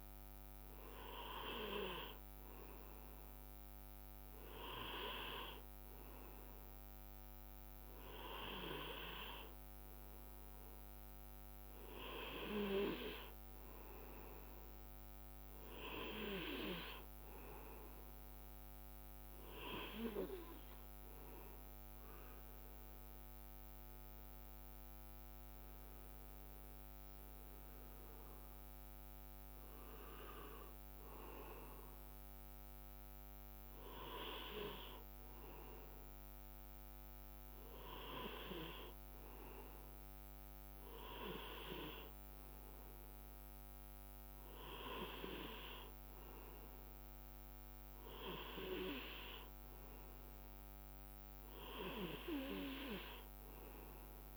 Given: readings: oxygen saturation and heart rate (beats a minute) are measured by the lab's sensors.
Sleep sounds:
breathing in sleep by a microphone on the trachea; none
none scored
From the record:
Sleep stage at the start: N2 (light sleep); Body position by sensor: on the right side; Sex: male

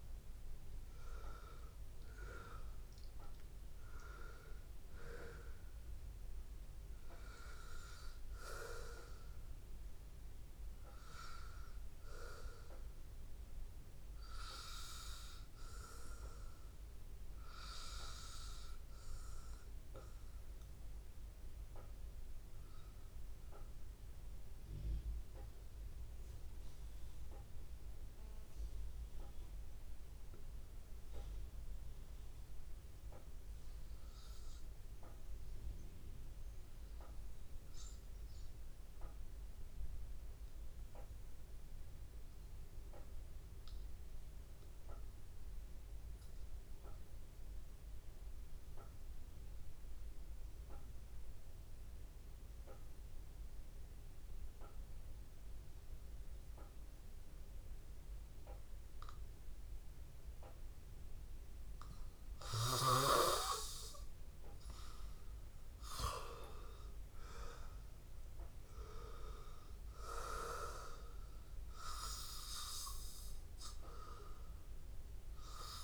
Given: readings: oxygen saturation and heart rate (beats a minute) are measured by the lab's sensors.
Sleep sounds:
breathing in sleep by a room microphone; 1
0.00-2.50 s: arousal
0.00-16.50 s: oxygen desaturation (device-marked, oxygen 89% lowest, heart rate 82 extreme)
19.50-60.00 s: mixed apnea (oxygen 99% before, 91% lowest, heart rate 85 before, 80 extreme, up 3 after)
43.50-75.84 s: oxygen desaturation (device-marked, oxygen 99% before, 91% lowest, heart rate 83 before, 80 extreme)
62.00-65.50 s: arousal
From the record:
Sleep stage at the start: N2 (light sleep); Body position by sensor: on the back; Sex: male

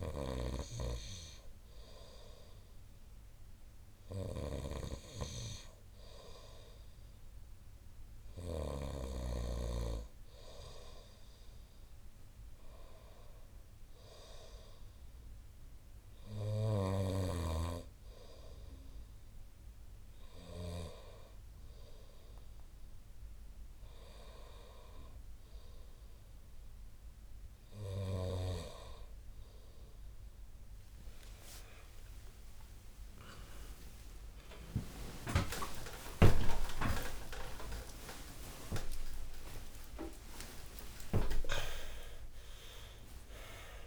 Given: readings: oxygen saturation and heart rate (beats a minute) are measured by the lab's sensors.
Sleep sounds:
a person awake in a sleep study, by a room microphone; none
16.50-43.87 s: new sleep stage, awake
28.50-31.50 s: tachycardia (device-marked)
31.50-33.50 s: long interval between heartbeats (device-marked)
36.00-38.00 s: long interval between heartbeats (device-marked, heart rate 39 before, 64 extreme)
37.50-43.87 s: tachycardia (device-marked)
38.50-40.50 s: long interval between heartbeats (device-marked, heart rate 50 before, 94 extreme)
41.50-43.50 s: long interval between heartbeats (device-marked, heart rate 65 before, 150 extreme)
From the record:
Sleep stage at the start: N2 (light sleep); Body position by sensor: on the front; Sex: male

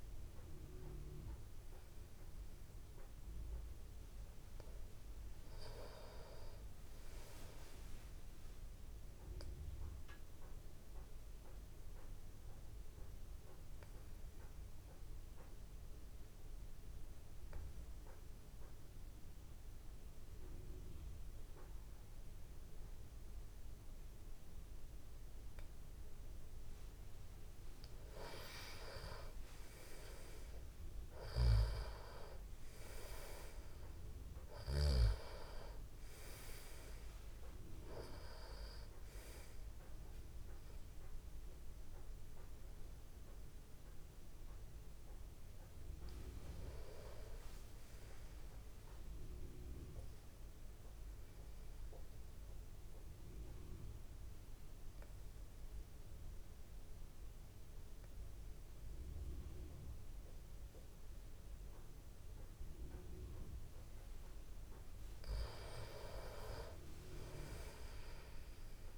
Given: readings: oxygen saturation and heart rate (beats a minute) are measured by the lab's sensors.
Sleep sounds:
breathing in sleep by a room microphone; 2
0.00-14.50 s: oxygen desaturation (device-marked, oxygen 90% lowest)
10.50-27.50 s: obstructive apnea (oxygen 95% before, 89% lowest)
25.50-43.50 s: tachycardia (device-marked, heart rate 54 before, 167 extreme)
28.50-32.00 s: arousal
31.50-35.00 s: snoring (device-marked)
33.50-55.50 s: oxygen desaturation (device-marked, oxygen 96% before, 89% lowest)
50.50-64.00 s: obstructive apnea (oxygen 97% before, 90% lowest)
65.50-68.50 s: arousal
From the record:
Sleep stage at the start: N2 (light sleep); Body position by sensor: on the back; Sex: male

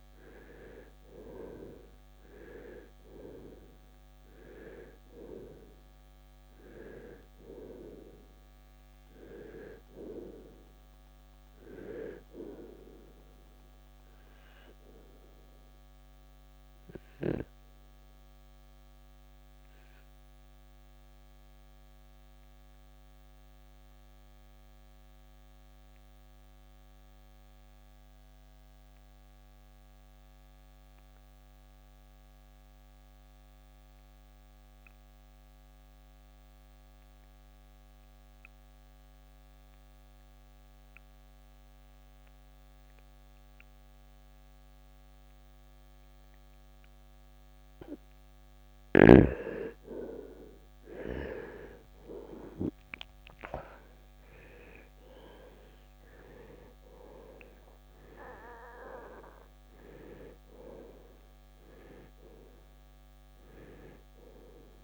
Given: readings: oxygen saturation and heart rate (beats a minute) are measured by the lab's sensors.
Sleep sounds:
breathing in sleep by a microphone on the trachea; 1
0.00-29.50 s: oxygen desaturation (device-marked, oxygen 82% lowest, heart rate 54 extreme)
16.50-49.00 s: obstructive apnea (oxygen 96% before, 81% lowest, heart rate 76 before, 54 extreme, up 28 after)
50.50-54.50 s: arousal
50.50-64.84 s: oxygen desaturation (device-marked, oxygen 97% before, 81% lowest, heart rate 67 before, 59 extreme)
From the record:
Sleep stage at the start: N2 (light sleep); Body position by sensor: on the right side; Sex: male

